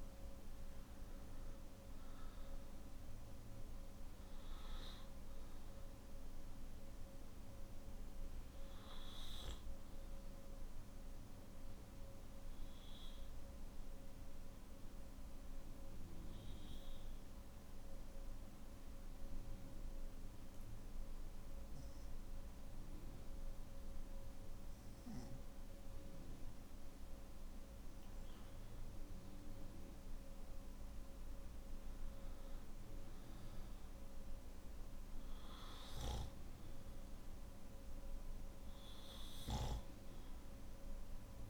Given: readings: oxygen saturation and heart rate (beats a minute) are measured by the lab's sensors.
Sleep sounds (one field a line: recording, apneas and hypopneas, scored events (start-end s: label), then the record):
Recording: breathing in sleep, hard to hear, by a room microphone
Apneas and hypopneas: 1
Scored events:
0.00-20.50 s: oxygen desaturation (device-marked, oxygen 91% lowest, heart rate 49 extreme)
12.50-29.00 s: obstructive apnea (oxygen 97% before, 92% lowest, heart rate 54 before, 51 extreme, up 1 after)
35.50-41.50 s: oxygen desaturation (device-marked, oxygen 98% before, 94% lowest, heart rate 55 before, 52 extreme)
From the record:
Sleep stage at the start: N3 (deep sleep)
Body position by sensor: on the back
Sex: male